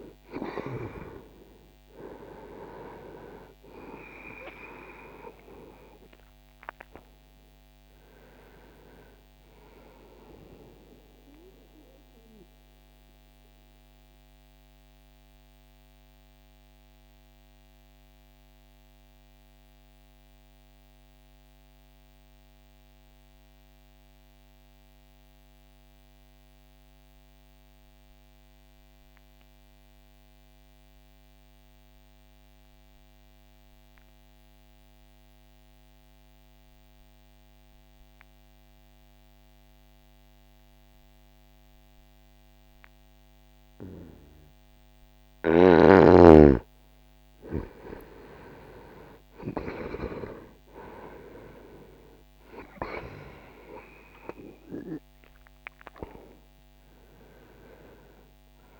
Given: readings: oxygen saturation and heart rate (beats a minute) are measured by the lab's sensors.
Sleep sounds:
breathing in sleep by a microphone on the trachea; 1
0.00-1.50 s: arousal
0.00-13.50 s: oxygen desaturation (device-marked, oxygen 92% lowest, heart rate 60 extreme)
11.00-43.00 s: obstructive apnea (oxygen 99% before, 87% lowest, heart rate 63 before, 60 extreme, up 5 after)
22.50-32.50 s: oxygen desaturation (device-marked, oxygen 93% before, 87% lowest, heart rate 63 before, 60 extreme)
46.50-51.50 s: arousal
From the record:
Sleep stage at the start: N2 (light sleep); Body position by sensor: on the back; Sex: male

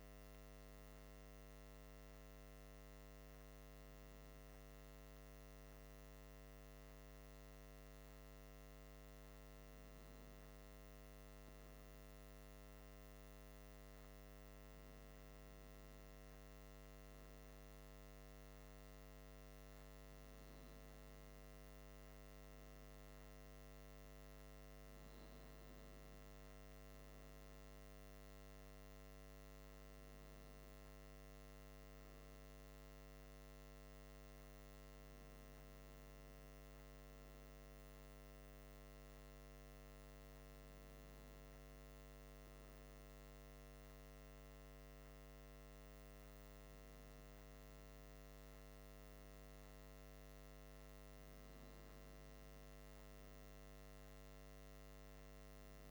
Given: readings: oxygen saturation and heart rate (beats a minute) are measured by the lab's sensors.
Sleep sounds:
breathing in sleep, hard to hear, by a microphone on the trachea; none
none scored
From the record:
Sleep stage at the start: N3 (deep sleep); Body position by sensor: on the back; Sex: male

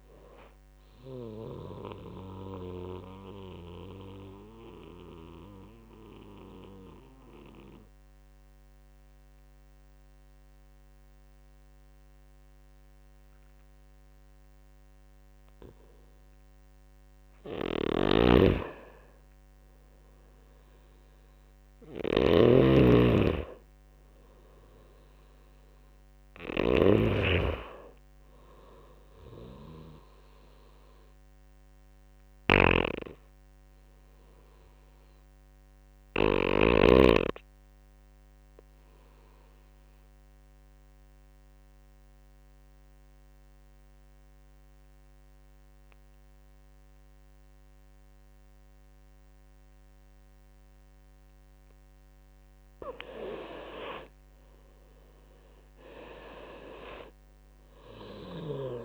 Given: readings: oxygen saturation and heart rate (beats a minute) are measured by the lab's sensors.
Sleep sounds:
breathing in sleep by a microphone on the trachea; 2
0.00-3.00 s: oxygen desaturation (device-marked, oxygen 81% lowest)
2.00-16.50 s: mixed apnea (oxygen 87% before, 81% lowest)
17.00-36.00 s: snoring (device-marked)
18.00-22.50 s: arousal
30.50-50.00 s: obstructive apnea (oxygen 99% before, 86% lowest)
47.00-58.85 s: oxygen desaturation (device-marked, oxygen 97% before, 86% lowest)
52.00-55.50 s: arousal
From the record:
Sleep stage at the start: N2 (light sleep); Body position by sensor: on the right side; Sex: male

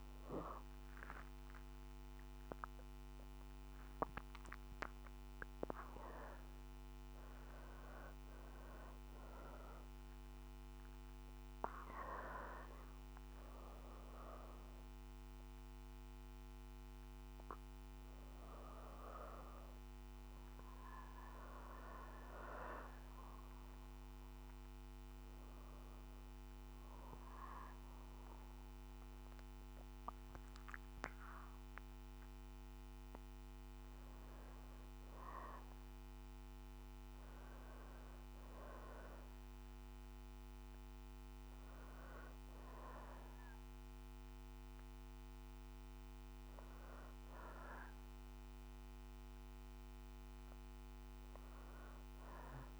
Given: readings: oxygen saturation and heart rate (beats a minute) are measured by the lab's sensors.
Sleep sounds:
breathing in sleep by a microphone on the trachea; none
0.00-3.50 s: oxygen desaturation (device-marked, oxygen 92% lowest, heart rate 59 extreme)
40.50-50.50 s: oxygen desaturation (device-marked, oxygen 96% before, 92% lowest, heart rate 61 before, 60 extreme)
From the record:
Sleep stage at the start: N2 (light sleep); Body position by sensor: on the back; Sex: female

